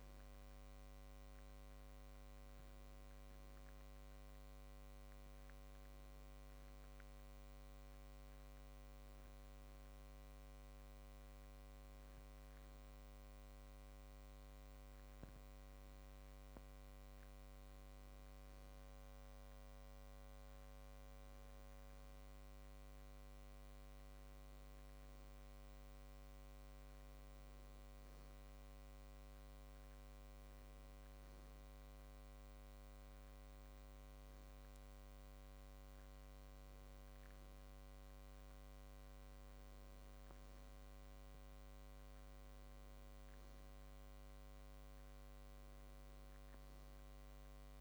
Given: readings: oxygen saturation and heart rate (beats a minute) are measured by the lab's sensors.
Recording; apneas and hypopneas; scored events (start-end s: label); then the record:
breathing in sleep, hard to hear, by a microphone on the trachea; none
43.50-47.81 s: new sleep stage, N2 (light sleep)
From the record:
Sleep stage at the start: N1 (lightest sleep); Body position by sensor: on the back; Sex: male